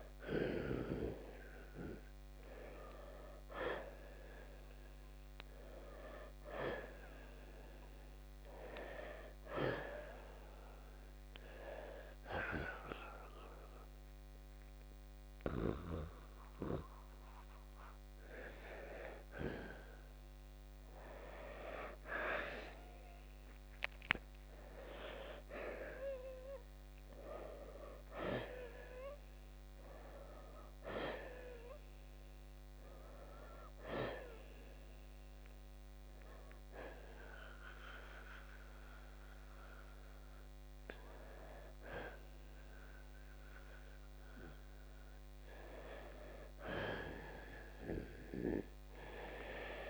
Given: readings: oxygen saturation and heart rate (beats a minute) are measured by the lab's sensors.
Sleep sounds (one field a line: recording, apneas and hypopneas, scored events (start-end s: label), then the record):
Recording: breathing in sleep by a microphone on the trachea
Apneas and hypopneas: none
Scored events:
25.50-32.00 s: arousal
35.50-49.50 s: oxygen desaturation (device-marked, oxygen 92% before, 87% lowest, heart rate 69 before, 62 extreme)
From the record:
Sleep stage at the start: N2 (light sleep)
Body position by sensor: on the back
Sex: male